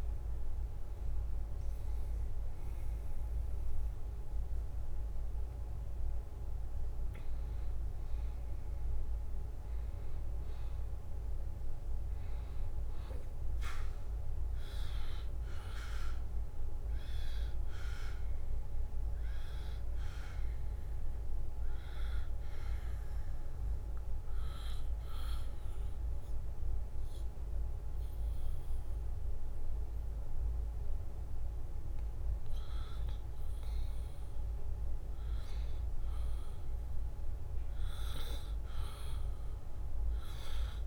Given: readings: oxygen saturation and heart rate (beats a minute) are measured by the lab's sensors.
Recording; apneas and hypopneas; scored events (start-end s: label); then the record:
breathing in sleep, hard to hear, by a room microphone; 1
12.00-15.50 s: arousal
24.00-34.50 s: hypopnea (oxygen 95% before, 91% lowest, heart rate 73 before, 72 extreme, up 1 after)
37.50-40.87 s: arousal
From the record:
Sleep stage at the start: N2 (light sleep); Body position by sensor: on the back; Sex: male